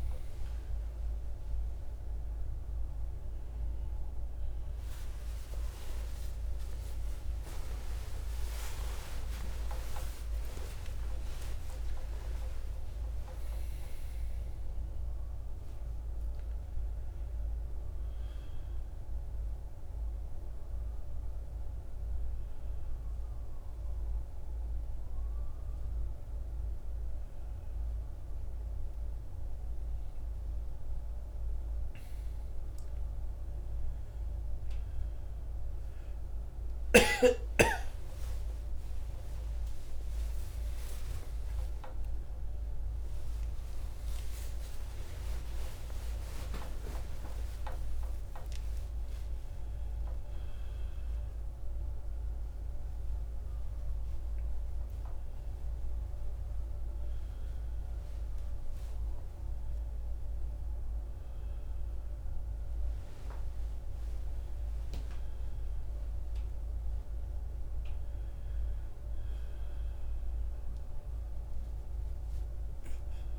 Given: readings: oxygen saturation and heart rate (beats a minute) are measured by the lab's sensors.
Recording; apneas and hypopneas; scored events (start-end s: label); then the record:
a person awake in a sleep study, by a room microphone; none
60.50-73.39 s: new sleep stage, N1 (lightest sleep)
From the record:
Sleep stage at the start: awake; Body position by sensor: on the right side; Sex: male